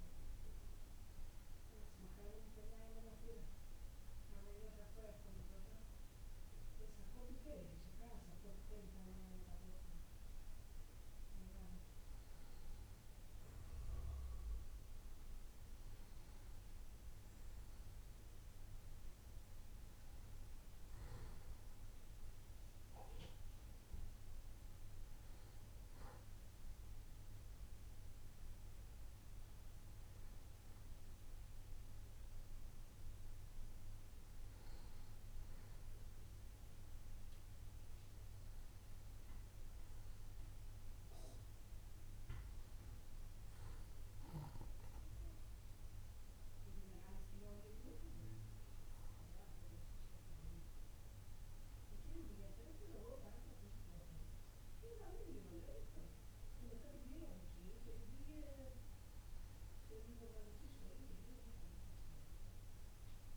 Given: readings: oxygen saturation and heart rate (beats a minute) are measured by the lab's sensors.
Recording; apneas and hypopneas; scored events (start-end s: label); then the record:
breathing in sleep by a room microphone; none
none scored
From the record:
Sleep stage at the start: N2 (light sleep); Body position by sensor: on the back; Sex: male